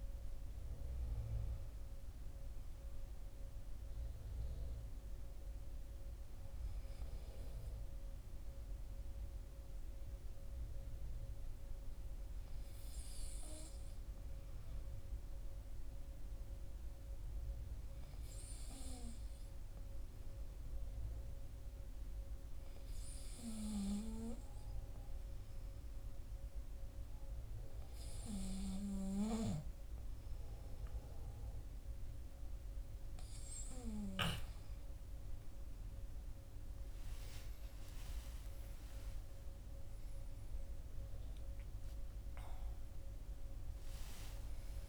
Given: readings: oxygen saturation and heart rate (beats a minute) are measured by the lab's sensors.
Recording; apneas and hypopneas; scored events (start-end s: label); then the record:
a person partly awake in a sleep study, by a room microphone; 1
0.00-10.50 s: oxygen desaturation (device-marked, oxygen 93% lowest, heart rate 51 extreme)
8.50-31.00 s: hypopnea (oxygen 96% before, 94% lowest, heart rate 63 before, 52 extreme, up 16 after)
33.50-44.89 s: new sleep stage, awake
From the record:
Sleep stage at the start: N2 (light sleep); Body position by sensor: on the back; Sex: male